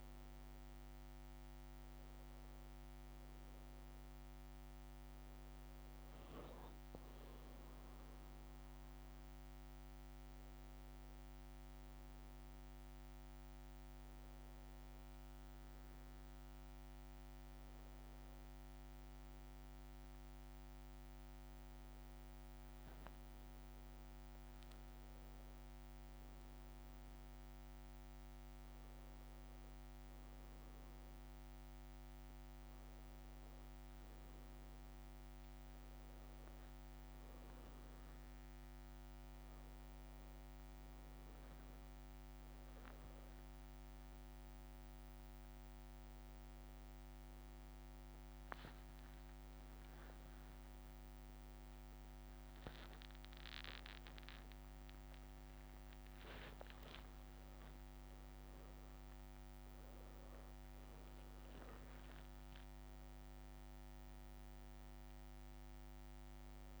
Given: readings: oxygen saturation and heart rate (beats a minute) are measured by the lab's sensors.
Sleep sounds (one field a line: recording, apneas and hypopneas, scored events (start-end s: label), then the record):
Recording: a person awake in a sleep study, hard to hear, by a microphone on the trachea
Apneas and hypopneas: none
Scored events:
none scored
From the record:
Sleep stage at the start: awake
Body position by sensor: on the back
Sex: male